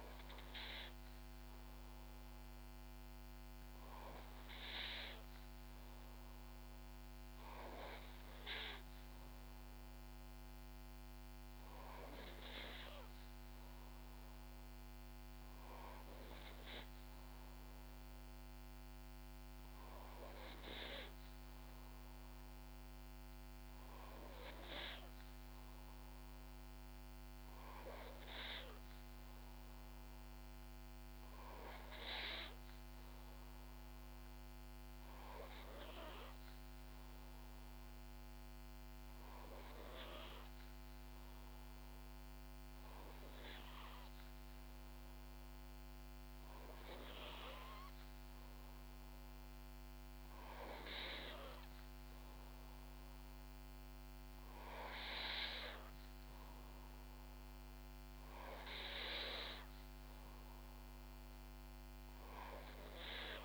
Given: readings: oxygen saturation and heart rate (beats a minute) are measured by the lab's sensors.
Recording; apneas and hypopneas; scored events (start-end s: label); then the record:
breathing in sleep by a microphone on the trachea; none
none scored
From the record:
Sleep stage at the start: N2 (light sleep); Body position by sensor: on the back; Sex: female